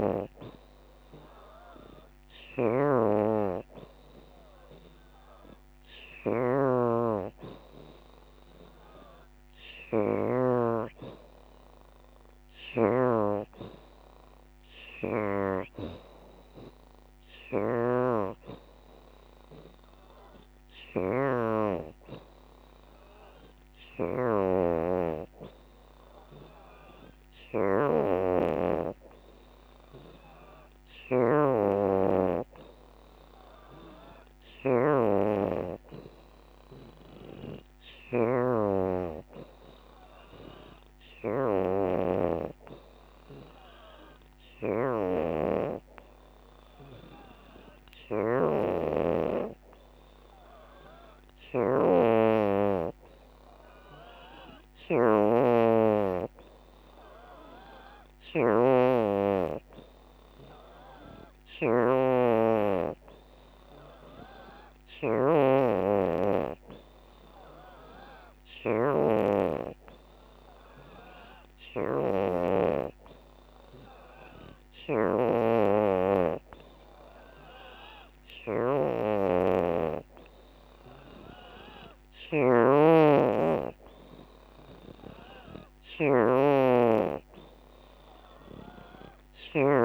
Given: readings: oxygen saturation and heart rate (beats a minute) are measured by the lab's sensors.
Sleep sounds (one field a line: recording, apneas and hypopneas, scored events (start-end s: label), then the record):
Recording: breathing in sleep by a microphone on the trachea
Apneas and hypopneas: none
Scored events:
9.50-89.85 s: new sleep stage, N3 (deep sleep)
33.50-45.50 s: oxygen desaturation (device-marked, oxygen 87% before, 83% lowest, heart rate 81 before, 79 extreme)
57.50-66.50 s: oxygen desaturation (device-marked, oxygen 85% before, 82% lowest, heart rate 81 before, 79 extreme)
84.50-89.85 s: oxygen desaturation (device-marked, oxygen 84% before, 81% lowest, heart rate 81 before, 79 extreme)
From the record:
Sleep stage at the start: N2 (light sleep)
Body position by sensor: on the back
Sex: female